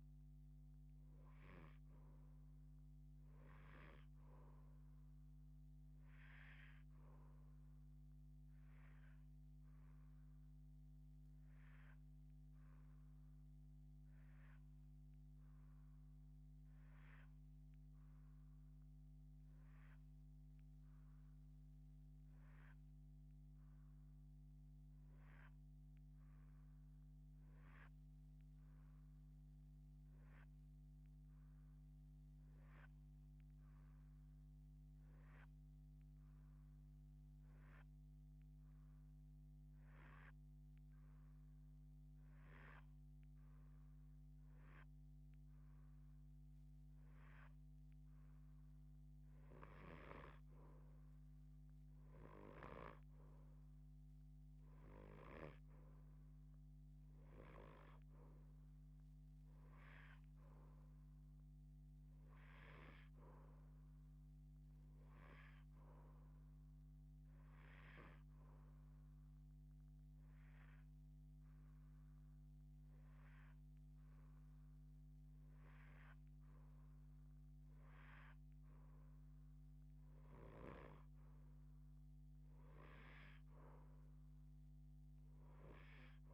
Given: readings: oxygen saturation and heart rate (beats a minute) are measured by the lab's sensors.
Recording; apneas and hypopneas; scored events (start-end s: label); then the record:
breathing in sleep by a microphone on the trachea; 2
0.00-2.50 s: arousal
9.00-46.50 s: hypopnea (oxygen 88% before, 83% lowest, heart rate 121 before, 38 extreme, up 30 after)
36.00-61.00 s: oxygen desaturation (device-marked, oxygen 91% before, 83% lowest, heart rate 95 before, 38 extreme)
50.00-54.00 s: arousal
51.50-55.00 s: snoring (device-marked)
68.50-78.50 s: hypopnea (oxygen 87% before, 84% lowest, heart rate 80 before, 54 extreme, up 15 after)
80.00-84.50 s: arousal
From the record:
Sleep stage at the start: REM sleep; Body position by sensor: on the left side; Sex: female